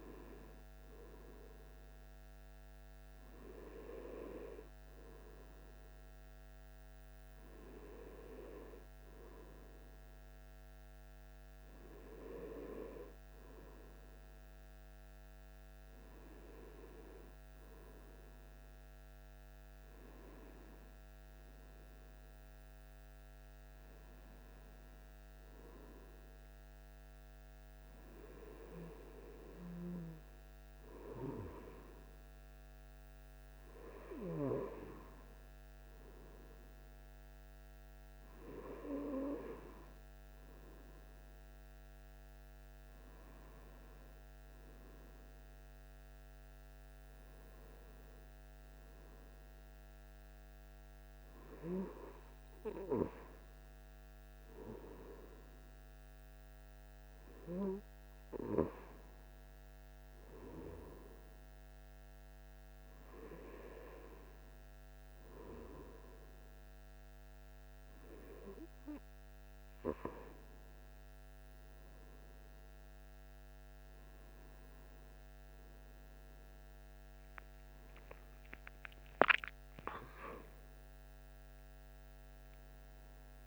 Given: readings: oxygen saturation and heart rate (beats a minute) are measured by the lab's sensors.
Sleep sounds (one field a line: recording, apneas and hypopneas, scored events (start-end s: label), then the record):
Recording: breathing in sleep by a microphone on the trachea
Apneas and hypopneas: none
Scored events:
21.50-25.50 s: arousal
78.00-82.50 s: arousal
From the record:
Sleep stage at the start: N1 (lightest sleep)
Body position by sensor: on the right side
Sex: male